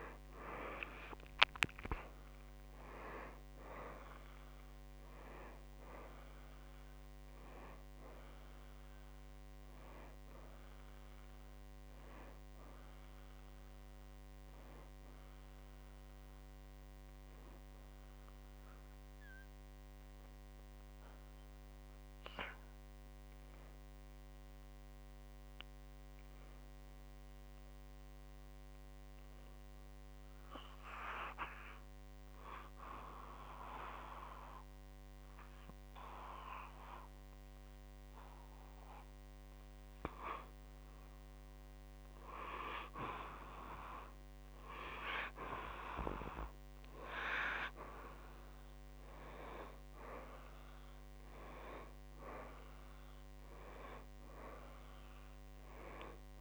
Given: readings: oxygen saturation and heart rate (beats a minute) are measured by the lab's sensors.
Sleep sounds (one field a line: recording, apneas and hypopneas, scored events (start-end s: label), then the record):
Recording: breathing in sleep by a microphone on the trachea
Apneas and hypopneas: 1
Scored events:
0.00-6.00 s: oxygen desaturation (device-marked, oxygen 94% before, 91% lowest, heart rate 63 before, 55 extreme)
19.00-43.50 s: hypopnea (oxygen 94% before, 90% lowest, heart rate 65 before, 52 extreme, up 2 after)
47.00-56.41 s: oxygen desaturation (device-marked, oxygen 97% before, 90% lowest, heart rate 59 before, 55 extreme)
48.00-53.50 s: arousal
From the record:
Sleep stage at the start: N2 (light sleep)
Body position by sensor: on the back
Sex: male